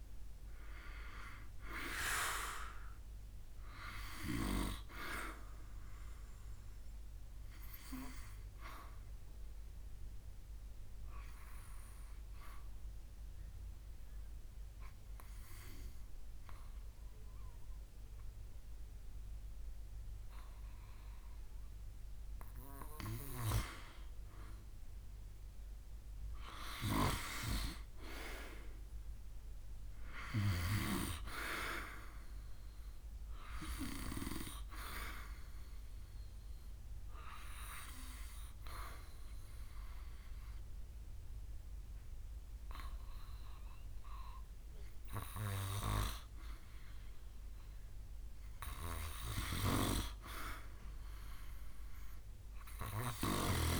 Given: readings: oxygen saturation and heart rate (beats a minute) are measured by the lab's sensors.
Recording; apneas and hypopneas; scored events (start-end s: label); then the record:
breathing in sleep by a room microphone; 2
0.00-3.00 s: arousal
3.00-8.00 s: oxygen desaturation (device-marked, oxygen 95% before, 91% lowest, heart rate 71 before, 67 extreme)
6.00-21.00 s: obstructive apnea (oxygen 95% before, 91% lowest, heart rate 72 before, 63 extreme, up 6 after)
26.00-30.00 s: arousal
35.00-47.00 s: obstructive apnea (oxygen 95% before, 92% lowest, heart rate 70 before, 63 extreme, up 7 after)
49.50-53.50 s: arousal
From the record:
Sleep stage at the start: N2 (light sleep); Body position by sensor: on the back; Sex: male